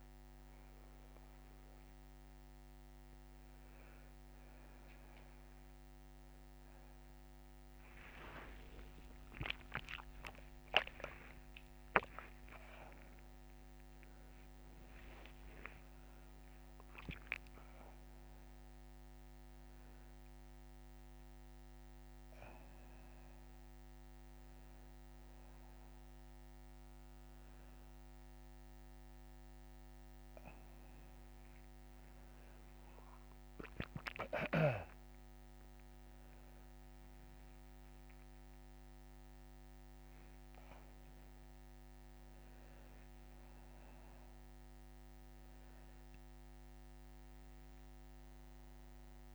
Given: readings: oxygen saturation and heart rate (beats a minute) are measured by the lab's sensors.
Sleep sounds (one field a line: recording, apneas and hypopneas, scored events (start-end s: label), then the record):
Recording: a person partly awake in a sleep study, by a microphone on the trachea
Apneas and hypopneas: none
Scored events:
16.00-49.34 s: new sleep stage, N1 (lightest sleep)
From the record:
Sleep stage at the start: awake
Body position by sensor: on the back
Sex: male